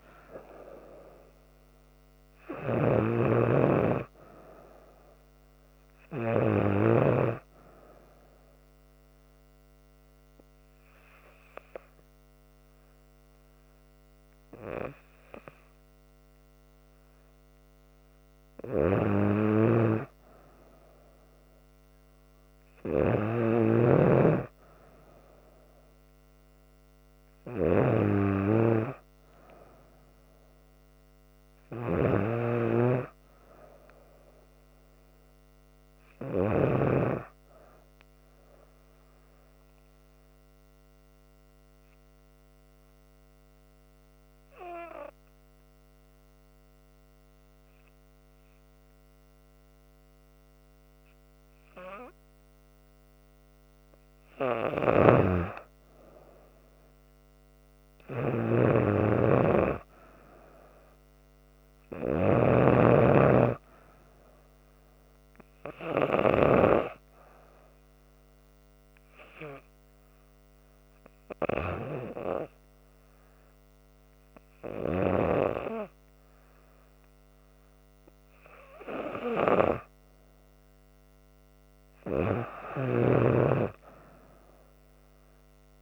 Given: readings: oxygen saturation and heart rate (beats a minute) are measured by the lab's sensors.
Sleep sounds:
breathing in sleep by a microphone on the trachea; 3
0.00-7.00 s: snoring (device-marked)
0.00-21.50 s: oxygen desaturation (device-marked, oxygen 91% lowest, heart rate 68 extreme)
8.00-18.50 s: hypopnea (oxygen 97% before, 91% lowest, heart rate 73 before, 68 extreme, up 2 after)
23.00-27.50 s: arousal
23.50-36.50 s: snoring (device-marked)
39.50-53.50 s: obstructive apnea (oxygen 97% before, 93% lowest, heart rate 70 before, 71 extreme, up 4 after)
54.50-66.50 s: snoring (device-marked)
55.50-59.50 s: arousal
57.50-81.50 s: oxygen desaturation (device-marked, oxygen 97% before, 93% lowest, heart rate 72 before, 69 extreme)
67.00-78.00 s: hypopnea (oxygen 97% before, 93% lowest, heart rate 73 before, 69 extreme, up 0 after)
77.50-85.82 s: new sleep stage, N2 (light sleep)
82.00-85.50 s: arousal
82.50-85.82 s: snoring (device-marked)
From the record:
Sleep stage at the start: REM sleep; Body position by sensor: on the back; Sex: female

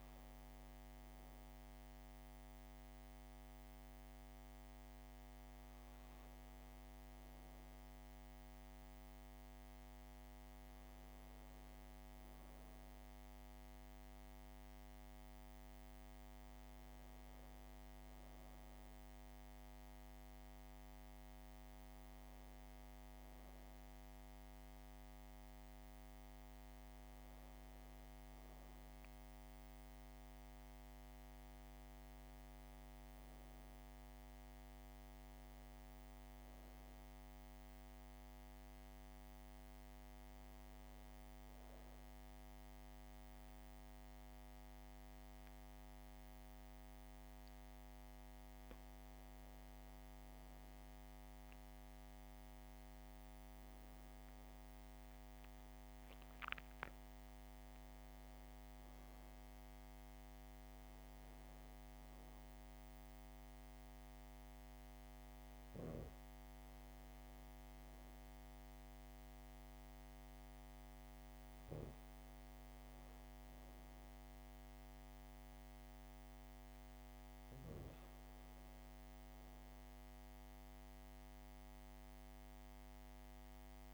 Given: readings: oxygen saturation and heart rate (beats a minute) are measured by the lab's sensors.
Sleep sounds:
breathing in sleep, hard to hear, by a microphone on the trachea; 1
27.00-31.00 s: arousal
38.00-48.00 s: hypopnea (oxygen 96% before, 94% lowest, heart rate 73 before, 71 extreme, up 6 after)
49.50-53.00 s: arousal
From the record:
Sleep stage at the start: N2 (light sleep); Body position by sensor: on the back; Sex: female

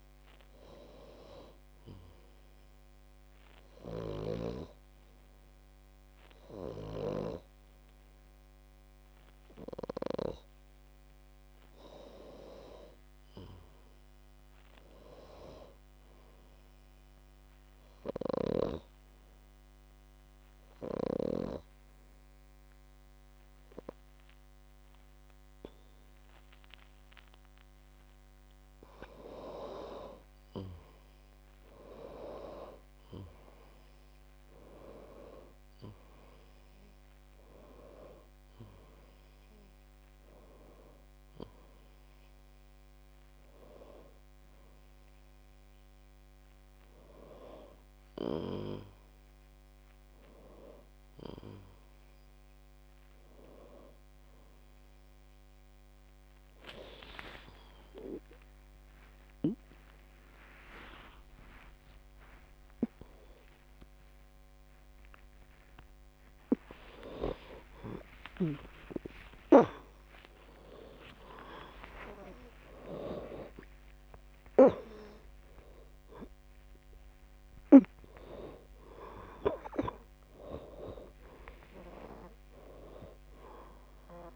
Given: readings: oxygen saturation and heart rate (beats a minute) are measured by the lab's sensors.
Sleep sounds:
a person partly awake in a sleep study, by a microphone on the trachea; 1
0.00-8.00 s: snoring (device-marked)
12.50-15.50 s: arousal
17.00-29.00 s: obstructive apnea (oxygen 95% before, 91% lowest, heart rate 65 before, 58 extreme, up 7 after)
31.50-35.50 s: arousal
36.50-48.50 s: oxygen desaturation (device-marked, oxygen 95% before, 91% lowest, heart rate 65 before, 58 extreme)
48.50-84.36 s: new sleep stage, awake
From the record:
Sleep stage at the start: N2 (light sleep); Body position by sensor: on the back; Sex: female

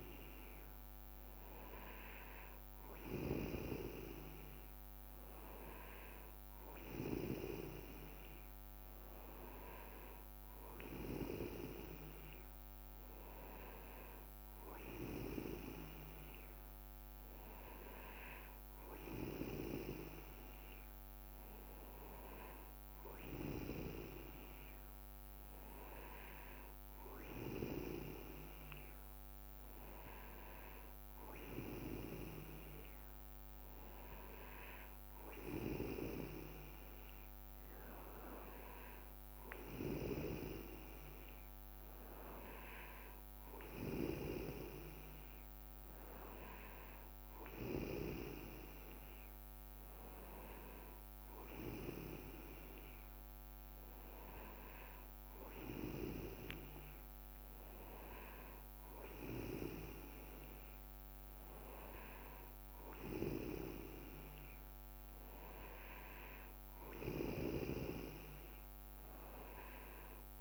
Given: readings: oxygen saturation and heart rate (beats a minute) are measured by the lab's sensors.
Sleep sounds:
breathing in sleep by a microphone on the trachea; none
none scored
From the record:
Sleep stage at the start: N2 (light sleep); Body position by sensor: on the back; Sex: male

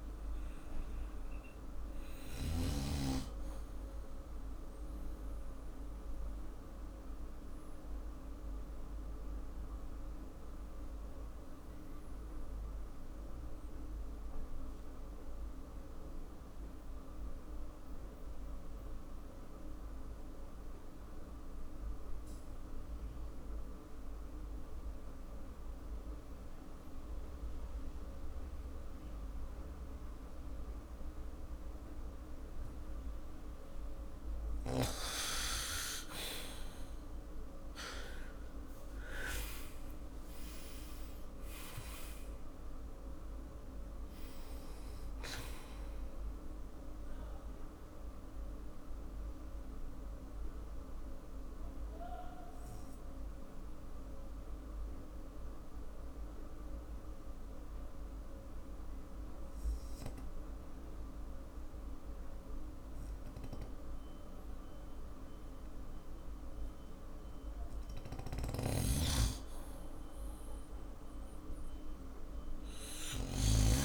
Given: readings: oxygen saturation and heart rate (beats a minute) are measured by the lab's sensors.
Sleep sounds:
breathing in sleep by a room microphone; 2
5.00-34.00 s: obstructive apnea (oxygen 97% before, 88% lowest, heart rate 55 before, 47 extreme, up 12 after)
20.50-31.50 s: oxygen desaturation (device-marked, oxygen 95% before, 91% lowest, heart rate 54 before, 47 extreme)
38.00-43.00 s: arousal
48.00-66.50 s: obstructive apnea (oxygen 98% before, 88% lowest, heart rate 55 before, 48 extreme, up 6 after)
56.50-70.50 s: oxygen desaturation (device-marked, oxygen 96% before, 88% lowest, heart rate 54 before, 50 extreme)
68.00-73.85 s: snoring (device-marked)
70.00-73.85 s: arousal
From the record:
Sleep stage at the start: N2 (light sleep); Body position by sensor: on the back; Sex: male

